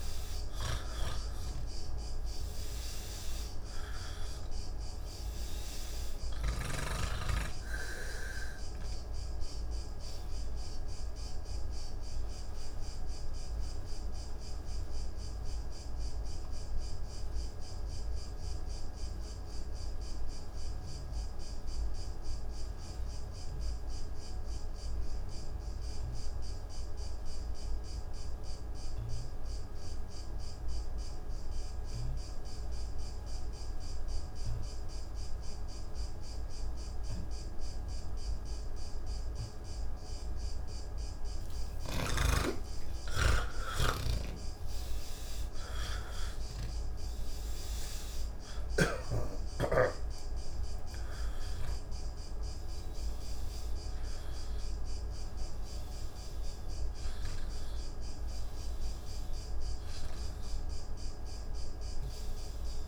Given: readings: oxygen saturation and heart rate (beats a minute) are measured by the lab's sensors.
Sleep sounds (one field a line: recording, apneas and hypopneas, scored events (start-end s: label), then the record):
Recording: breathing in sleep by a room microphone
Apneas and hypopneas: 1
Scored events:
0.00-25.00 s: oxygen desaturation (device-marked, oxygen 81% lowest, heart rate 60 extreme)
9.50-41.00 s: obstructive apnea (oxygen 99% before, 79% lowest, heart rate 91 before, 70 extreme, up 7 after)
35.00-62.88 s: oxygen desaturation (device-marked, oxygen 99% before, 79% lowest, heart rate 127 before, 70 extreme)
From the record:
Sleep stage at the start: N3 (deep sleep)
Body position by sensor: on the back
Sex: male